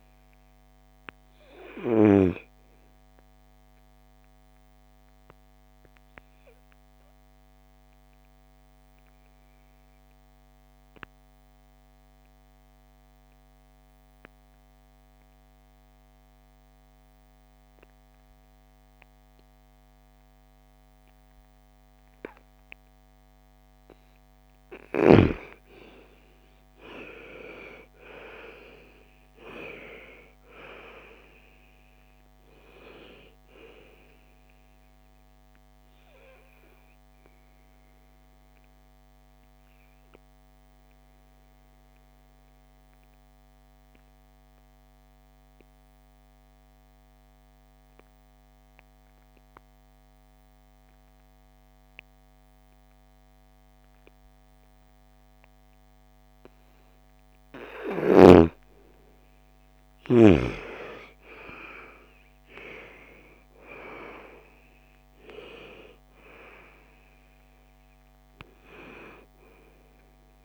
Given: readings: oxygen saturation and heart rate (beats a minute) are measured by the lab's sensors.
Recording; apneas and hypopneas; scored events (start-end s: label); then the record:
breathing in sleep by a microphone on the trachea; 2
0.00-10.00 s: oxygen desaturation (device-marked, oxygen 86% lowest, heart rate 56 extreme)
6.50-23.50 s: obstructive apnea (oxygen 99% before, 86% lowest, heart rate 63 before, 55 extreme, up 13 after)
21.00-46.00 s: oxygen desaturation (device-marked, oxygen 99% before, 86% lowest, heart rate 58 before, 55 extreme)
25.00-29.00 s: arousal
37.00-57.50 s: obstructive apnea (oxygen 99% before, 80% lowest, heart rate 62 before, 54 extreme, up 16 after)
58.00-70.45 s: oxygen desaturation (device-marked, oxygen 99% before, 86% lowest, heart rate 57 before, 49 extreme)
59.00-62.50 s: arousal
From the record:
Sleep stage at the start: N2 (light sleep); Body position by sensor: on the right side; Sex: female